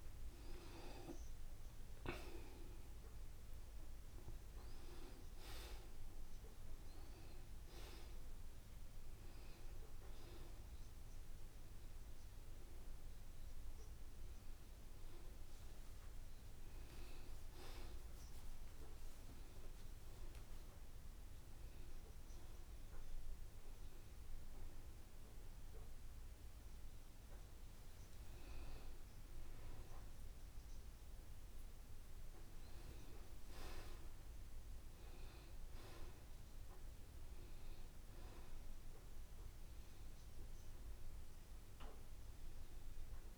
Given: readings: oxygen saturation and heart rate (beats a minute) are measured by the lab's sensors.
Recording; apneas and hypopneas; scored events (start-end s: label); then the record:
breathing in sleep by a room microphone; none
29.50-33.50 s: arousal
From the record:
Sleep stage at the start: N2 (light sleep); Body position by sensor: on the back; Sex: male